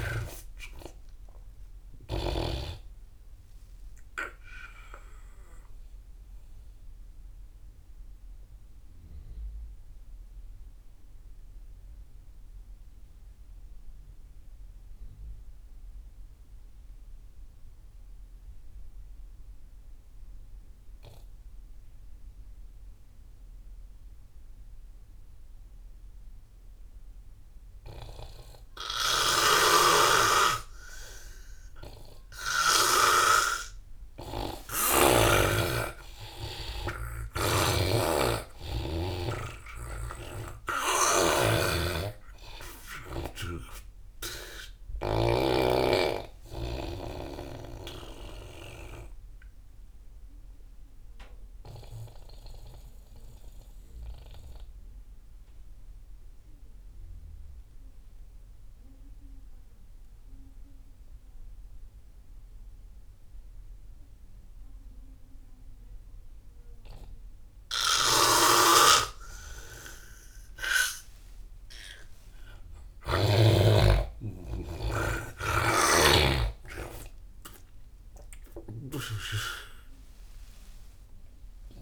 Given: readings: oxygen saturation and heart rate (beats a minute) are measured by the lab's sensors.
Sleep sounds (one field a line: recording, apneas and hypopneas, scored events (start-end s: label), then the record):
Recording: breathing in sleep by a room microphone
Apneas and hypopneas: 2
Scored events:
0.00-3.00 s: snoring (device-marked)
0.00-16.00 s: oxygen desaturation (device-marked, oxygen 83% lowest)
5.00-33.50 s: obstructive apnea (oxygen 99% before, 83% lowest)
29.50-35.50 s: snoring (device-marked)
30.00-59.00 s: oxygen desaturation (device-marked, oxygen 99% before, 83% lowest)
35.00-40.50 s: arousal
37.50-45.50 s: snoring (device-marked)
48.00-71.50 s: obstructive apnea (oxygen 99% before, 83% lowest)
68.50-74.00 s: snoring (device-marked)
71.00-81.82 s: oxygen desaturation (device-marked, oxygen 99% before, 86% lowest)
73.50-77.50 s: arousal
76.00-79.50 s: snoring (device-marked)
From the record:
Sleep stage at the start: N2 (light sleep)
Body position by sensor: on the back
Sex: male